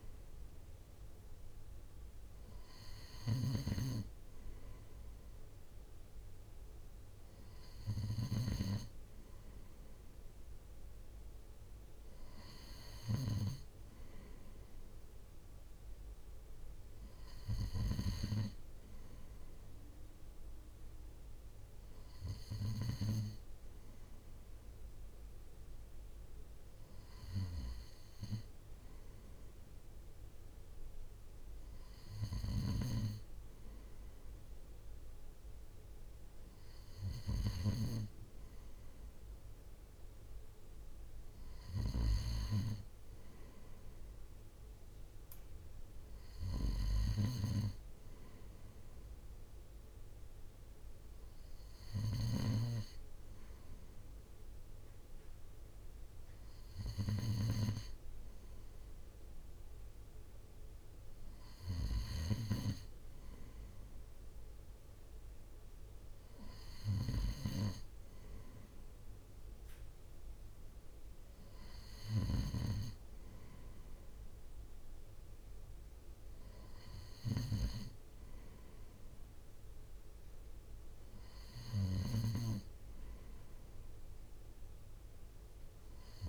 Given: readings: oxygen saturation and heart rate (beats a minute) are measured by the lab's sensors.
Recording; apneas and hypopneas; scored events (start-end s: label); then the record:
breathing in sleep by a room microphone; none
none scored
From the record:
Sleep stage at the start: N2 (light sleep); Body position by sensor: on the right side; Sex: male